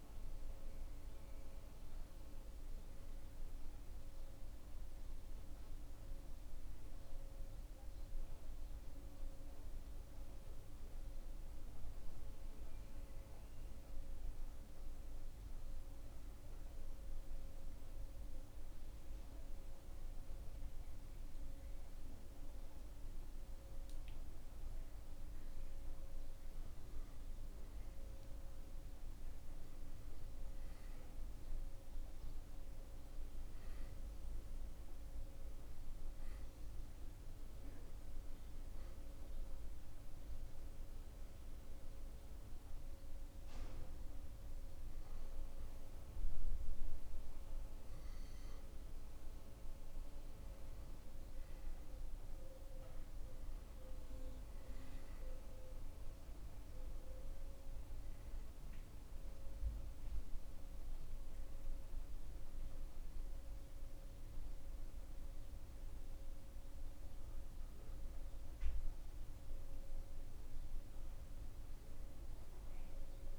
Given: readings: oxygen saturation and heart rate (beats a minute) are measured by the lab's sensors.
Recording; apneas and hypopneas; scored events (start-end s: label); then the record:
breathing in sleep, hard to hear, by a room microphone; 2
16.00-26.50 s: hypopnea (oxygen 99% before, 91% lowest)
28.00-31.50 s: arousal
29.50-57.50 s: oxygen desaturation (device-marked, oxygen 96% before, 91% lowest)
38.50-49.50 s: obstructive apnea (oxygen 97% before, 91% lowest)
51.50-55.00 s: arousal
From the record:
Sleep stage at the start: N2 (light sleep); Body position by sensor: on the back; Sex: male